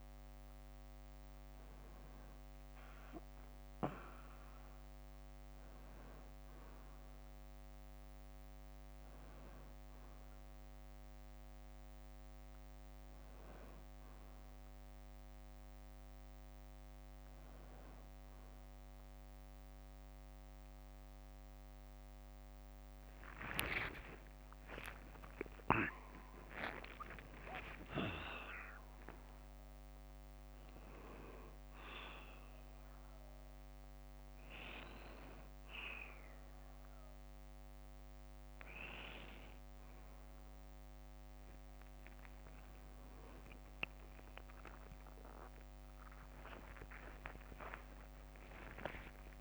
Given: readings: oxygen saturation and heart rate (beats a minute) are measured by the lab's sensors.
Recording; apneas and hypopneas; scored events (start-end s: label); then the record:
breathing in sleep by a microphone on the trachea; none
0.00-7.00 s: oxygen desaturation (device-marked, oxygen 93% lowest, heart rate 57 extreme)
1.00-3.00 s: bradycardia (device-marked, heart rate 61 before, 60 extreme)
9.00-39.00 s: new sleep stage, N1 (lightest sleep)
10.00-12.00 s: bradycardia (device-marked, heart rate 61 before, 65 extreme)
14.00-16.00 s: bradycardia (device-marked, heart rate 61 before, 57 extreme)
39.00-49.41 s: new sleep stage, awake
41.00-49.41 s: tachycardia (device-marked, heart rate 61 before, 180 extreme)
From the record:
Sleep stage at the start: N2 (light sleep); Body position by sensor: on the back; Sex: male